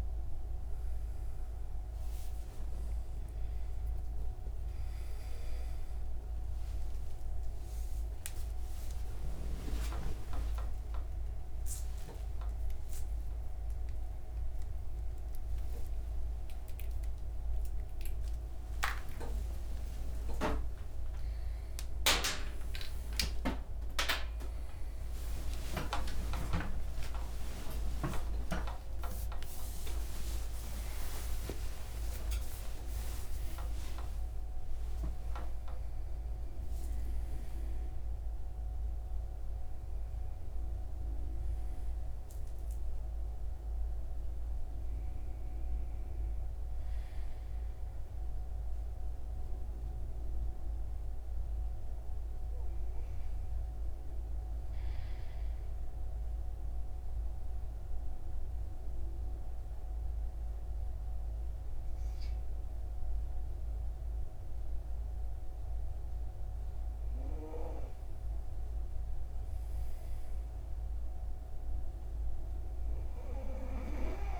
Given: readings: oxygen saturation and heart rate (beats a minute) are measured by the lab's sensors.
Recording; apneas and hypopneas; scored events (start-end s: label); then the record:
a person partly awake in a sleep study, by a room microphone; none
0.00-16.50 s: oxygen desaturation (device-marked, oxygen 93% lowest, heart rate 109 extreme)
2.50-32.50 s: new sleep stage, awake
32.50-74.40 s: new sleep stage, N2 (light sleep)
From the record:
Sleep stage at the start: N2 (light sleep); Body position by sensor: on the right side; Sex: male